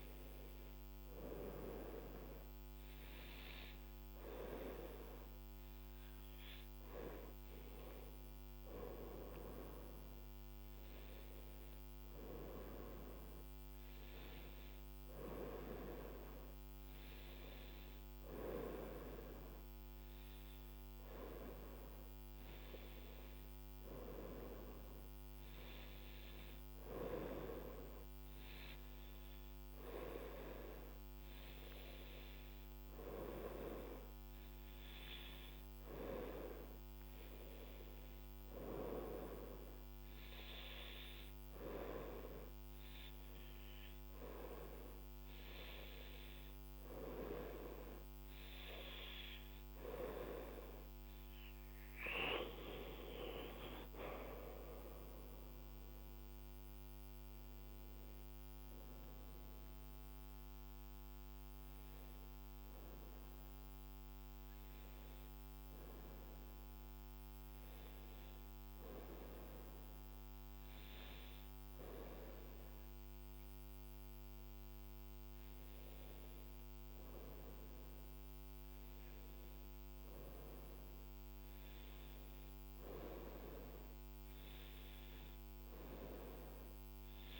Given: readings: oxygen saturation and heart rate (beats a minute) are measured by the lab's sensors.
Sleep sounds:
breathing in sleep by a microphone on the trachea; none
10.00-87.40 s: new sleep stage, N2 (light sleep)
From the record:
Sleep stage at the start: N1 (lightest sleep); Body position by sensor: on the right side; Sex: female

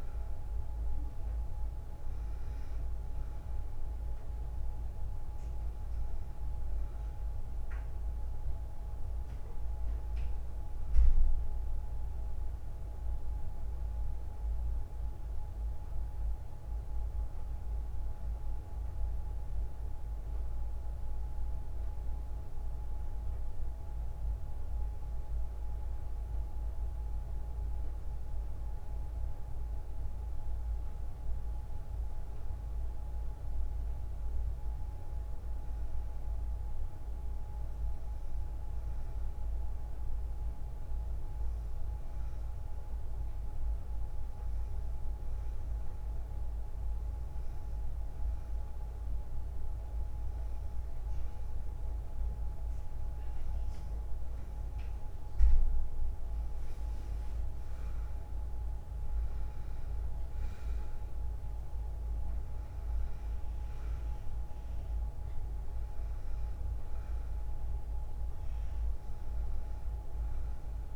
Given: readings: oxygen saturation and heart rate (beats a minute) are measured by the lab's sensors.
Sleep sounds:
breathing in sleep, hard to hear, by a room microphone; none
0.00-12.50 s: oxygen desaturation (device-marked, oxygen 91% lowest, heart rate 53 extreme)
32.50-33.50 s: oxygen desaturation (device-marked, oxygen 98% before, 97% lowest, heart rate 57 before, 58 extreme)
From the record:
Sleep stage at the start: N2 (light sleep); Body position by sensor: on the front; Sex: female

